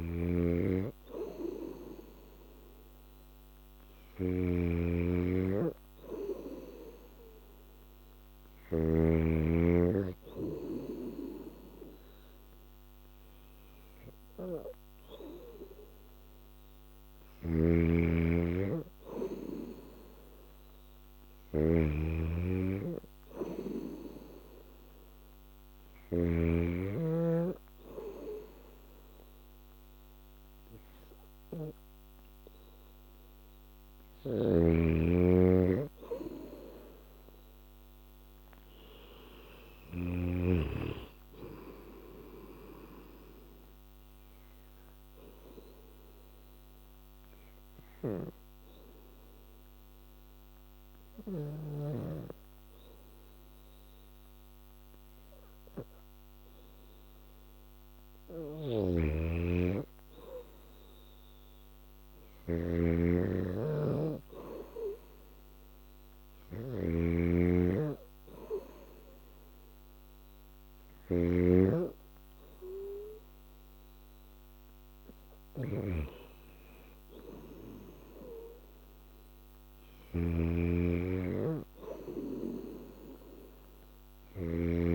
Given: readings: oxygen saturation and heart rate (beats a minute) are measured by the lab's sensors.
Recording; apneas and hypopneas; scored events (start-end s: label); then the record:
breathing in sleep by a microphone on the trachea; 1
0.00-9.00 s: snoring (device-marked)
17.00-26.50 s: snoring (device-marked)
34.00-40.50 s: snoring (device-marked)
39.50-43.00 s: arousal
44.50-58.00 s: obstructive apnea (oxygen 97% before, 93% lowest, heart rate 88 before, 78 extreme, up 8 after)
58.50-84.95 s: snoring (device-marked)
61.00-64.50 s: arousal
71.00-75.00 s: oxygen desaturation (device-marked, oxygen 99% before, 93% lowest, heart rate 83 before, 82 extreme)
From the record:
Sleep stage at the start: N2 (light sleep); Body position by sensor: on the back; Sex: female